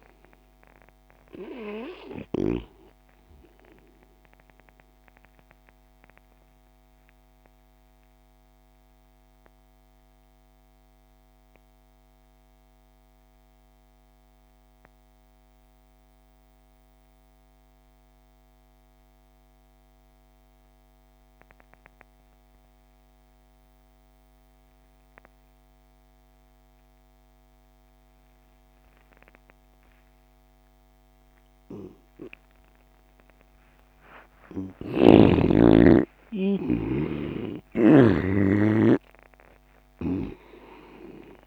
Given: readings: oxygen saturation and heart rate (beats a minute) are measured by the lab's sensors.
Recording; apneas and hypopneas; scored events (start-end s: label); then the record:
breathing in sleep by a microphone on the trachea; 1
0.00-19.00 s: oxygen desaturation (device-marked, oxygen 88% lowest)
7.00-33.50 s: mixed apnea (oxygen 98% before, 88% lowest)
33.00-41.47 s: oxygen desaturation (device-marked, oxygen 98% before, 88% lowest)
35.50-39.50 s: arousal
37.50-41.47 s: snoring (device-marked)
From the record:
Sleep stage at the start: N2 (light sleep); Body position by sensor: on the left side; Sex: male